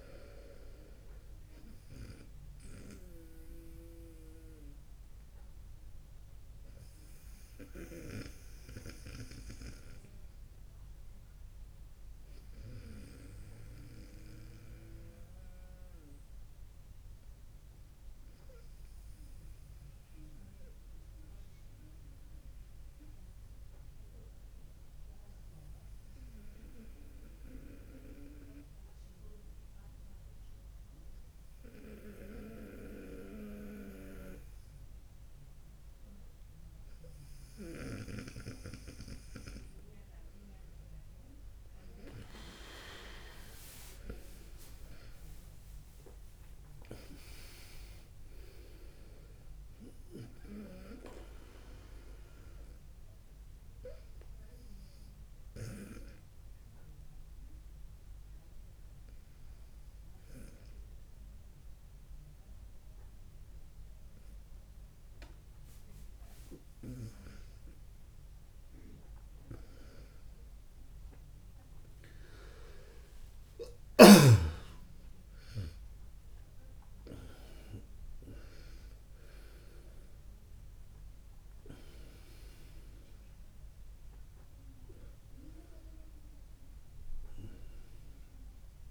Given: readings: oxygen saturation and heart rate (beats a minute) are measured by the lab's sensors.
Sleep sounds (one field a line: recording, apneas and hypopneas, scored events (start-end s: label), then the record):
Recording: breathing in sleep by a room microphone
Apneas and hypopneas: 2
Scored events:
3.00-14.00 s: snoring (device-marked)
13.00-38.50 s: obstructive apnea (oxygen 99% before, 96% lowest, heart rate 60 before, 57 extreme, up 0 after)
34.00-42.50 s: snoring (device-marked)
43.00-47.50 s: arousal
50.50-56.00 s: snoring (device-marked)
54.00-68.50 s: obstructive apnea (oxygen 99% before, 96% lowest, heart rate 63 before, 57 extreme, up 16 after)
82.00-88.91 s: new sleep stage, awake
From the record:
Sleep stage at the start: N2 (light sleep)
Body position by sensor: on the right side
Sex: male